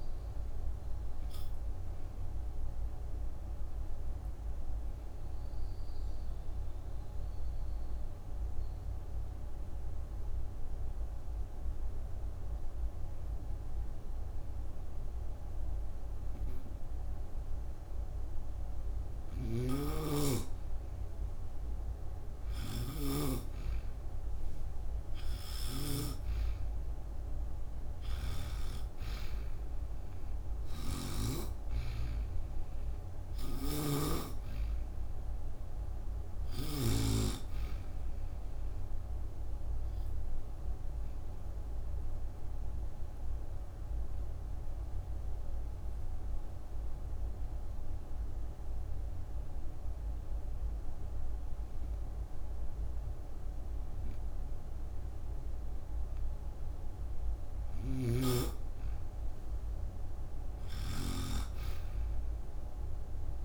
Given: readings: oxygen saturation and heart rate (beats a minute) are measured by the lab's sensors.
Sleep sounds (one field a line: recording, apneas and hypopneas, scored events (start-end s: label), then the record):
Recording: breathing in sleep by a room microphone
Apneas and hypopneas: 2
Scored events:
0.00-17.50 s: oxygen desaturation (device-marked, oxygen 92% lowest, heart rate 29 extreme)
4.00-18.50 s: obstructive apnea (oxygen 96% before, 89% lowest, heart rate 57 before, 29 extreme, up 4 after)
19.00-36.50 s: snoring (device-marked)
21.00-24.00 s: arousal
24.50-53.50 s: oxygen desaturation (device-marked, oxygen 97% before, 89% lowest, heart rate 58 before, 29 extreme)
39.00-55.50 s: obstructive apnea (oxygen 97% before, 89% lowest, heart rate 44 before, 30 extreme, up 10 after)
57.50-63.45 s: snoring (device-marked)
59.00-62.50 s: arousal
From the record:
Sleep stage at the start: N2 (light sleep)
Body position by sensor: on the back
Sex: female